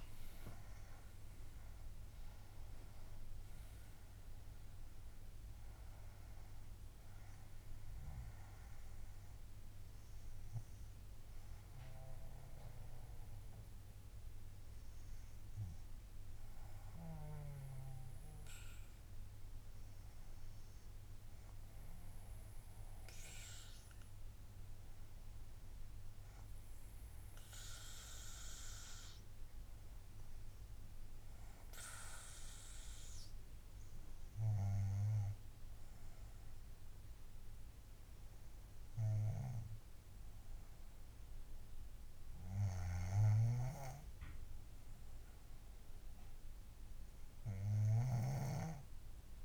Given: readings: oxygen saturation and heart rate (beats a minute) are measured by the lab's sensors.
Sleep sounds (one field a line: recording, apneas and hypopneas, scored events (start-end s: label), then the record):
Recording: breathing in sleep by a room microphone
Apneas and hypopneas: none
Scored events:
0.00-3.00 s: arousal
0.00-20.00 s: oxygen desaturation (device-marked, oxygen 88% lowest, heart rate 57 extreme)
From the record:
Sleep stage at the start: N2 (light sleep)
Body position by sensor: on the back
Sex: female